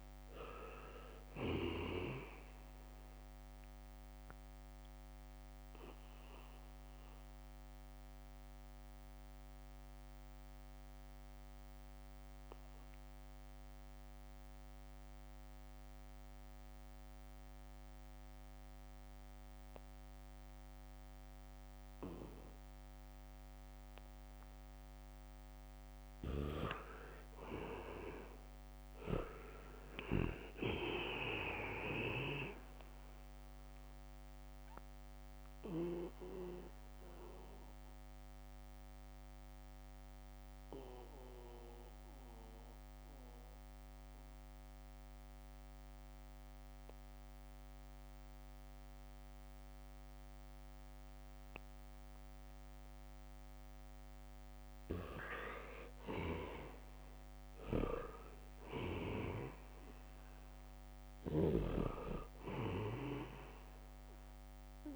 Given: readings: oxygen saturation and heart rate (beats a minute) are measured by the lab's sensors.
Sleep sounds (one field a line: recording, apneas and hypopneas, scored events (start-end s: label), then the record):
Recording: breathing in sleep by a microphone on the trachea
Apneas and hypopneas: 2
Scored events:
0.00-1.50 s: arousal
0.00-19.00 s: oxygen desaturation (device-marked, oxygen 83% lowest, heart rate 72 extreme)
7.50-25.50 s: obstructive apnea (oxygen 98% before, 82% lowest, heart rate 76 before, 72 extreme, up 12 after)
28.50-31.50 s: arousal
29.00-54.00 s: oxygen desaturation (device-marked, oxygen 99% before, 82% lowest, heart rate 76 before, 72 extreme)
31.00-38.50 s: leg movement (device-marked)
31.50-33.50 s: long interval between heartbeats (device-marked, heart rate 76 before, 82 extreme)
37.50-53.50 s: mixed apnea (oxygen 99% before, 80% lowest, heart rate 77 before, 72 extreme, up 4 after)
56.50-59.50 s: arousal
60.00-64.96 s: oxygen desaturation (device-marked, oxygen 98% before, 85% lowest, heart rate 75 before, 70 extreme)
From the record:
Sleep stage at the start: N2 (light sleep)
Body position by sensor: on the back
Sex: male